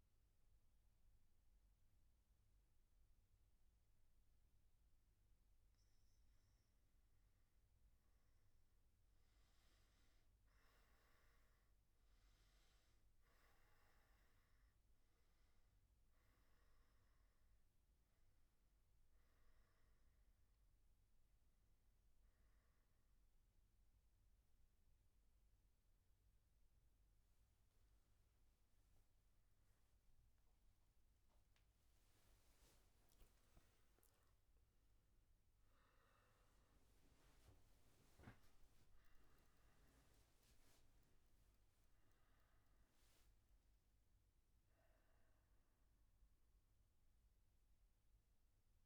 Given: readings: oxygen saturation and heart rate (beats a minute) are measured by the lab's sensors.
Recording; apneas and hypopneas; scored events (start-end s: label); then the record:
breathing in sleep, hard to hear, by a room microphone; none
12.00-30.00 s: oxygen desaturation (device-marked, oxygen 98% before, 93% lowest, heart rate 123 before, 117 extreme)
From the record:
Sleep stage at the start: N3 (deep sleep); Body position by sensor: on the back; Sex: male